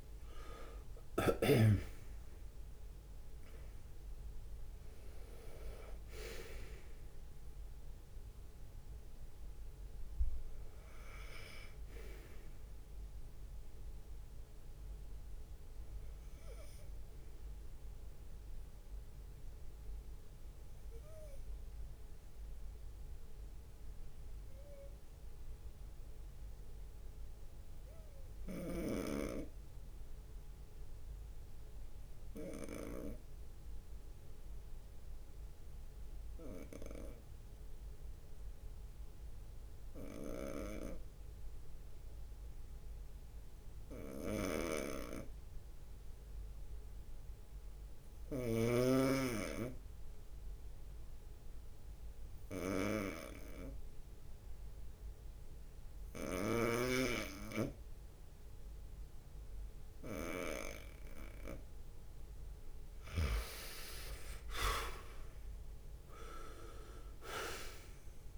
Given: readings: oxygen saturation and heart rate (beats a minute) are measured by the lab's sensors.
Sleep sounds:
breathing in sleep by a room microphone; 1
0.00-2.00 s: snoring (device-marked)
0.00-5.50 s: arousal
0.00-20.50 s: bradycardia (device-marked)
0.00-23.50 s: oxygen desaturation (device-marked, oxygen 92% lowest)
22.00-62.50 s: obstructive apnea (oxygen 96% before, 86% lowest)
41.50-42.50 s: leg movement (device-marked)
45.50-47.00 s: leg movement (device-marked)
46.50-68.38 s: oxygen desaturation (device-marked, oxygen 98% before, 86% lowest)
47.50-51.50 s: leg movement (device-marked)
49.50-68.38 s: bradycardia (device-marked)
52.00-53.50 s: leg movement (device-marked)
54.00-56.00 s: long interval between heartbeats (device-marked)
54.00-56.50 s: leg movement (device-marked)
62.00-63.50 s: leg movement (device-marked)
64.50-66.50 s: long interval between heartbeats (device-marked)
65.00-68.38 s: arousal
From the record:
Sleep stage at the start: N2 (light sleep); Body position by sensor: on the right side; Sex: male

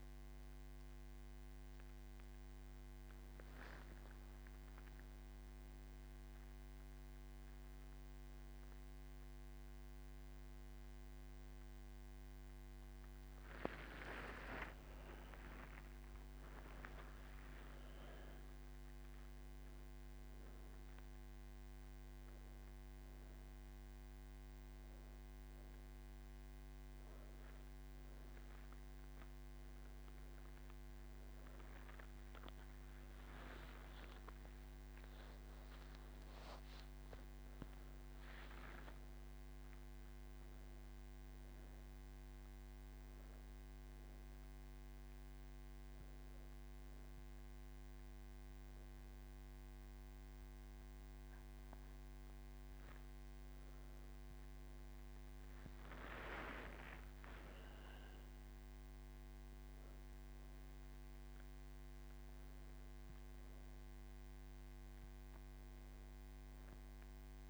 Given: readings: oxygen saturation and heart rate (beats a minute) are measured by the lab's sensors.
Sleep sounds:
breathing in sleep by a microphone on the trachea; 1
7.00-67.50 s: new sleep stage, N1 (lightest sleep)
45.00-56.50 s: obstructive apnea (oxygen 98% before, 94% lowest)
From the record:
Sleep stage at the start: N2 (light sleep); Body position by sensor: on the back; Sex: female

